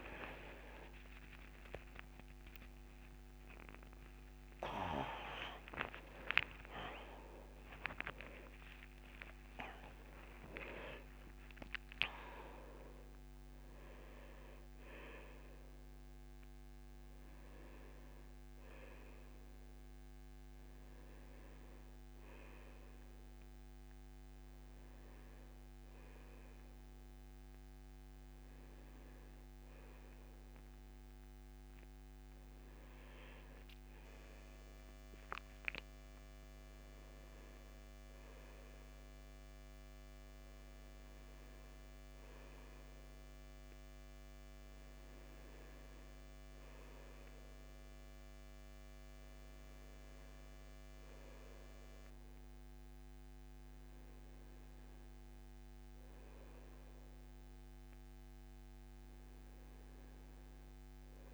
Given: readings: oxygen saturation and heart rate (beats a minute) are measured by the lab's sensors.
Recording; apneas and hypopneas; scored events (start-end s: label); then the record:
breathing in sleep by a microphone on the trachea; none
none scored
From the record:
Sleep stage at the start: N1 (lightest sleep); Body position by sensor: on the back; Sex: male